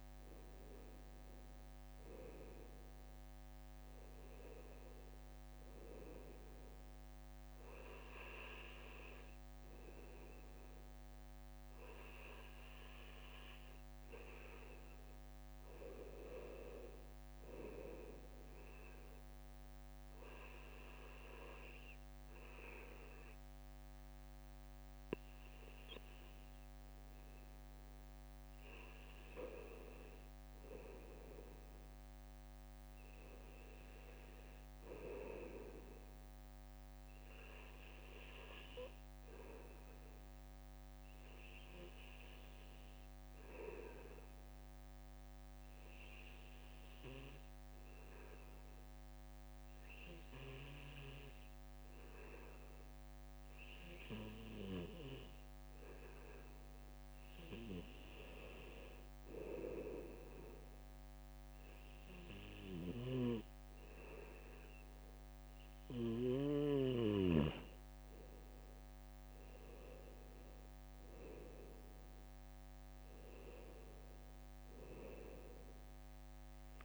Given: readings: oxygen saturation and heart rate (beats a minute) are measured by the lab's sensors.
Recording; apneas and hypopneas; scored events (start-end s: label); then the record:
breathing in sleep by a microphone on the trachea; none
0.00-2.50 s: arousal
0.00-6.00 s: bradycardia (device-marked, heart rate 59 extreme)
17.00-27.00 s: bradycardia (device-marked, heart rate 59 before, 58 extreme)
33.00-67.00 s: bradycardia (device-marked, heart rate 59 before, 58 extreme)
69.00-76.85 s: bradycardia (device-marked, heart rate 59 before, 58 extreme)
From the record:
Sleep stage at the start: N2 (light sleep); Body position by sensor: on the back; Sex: male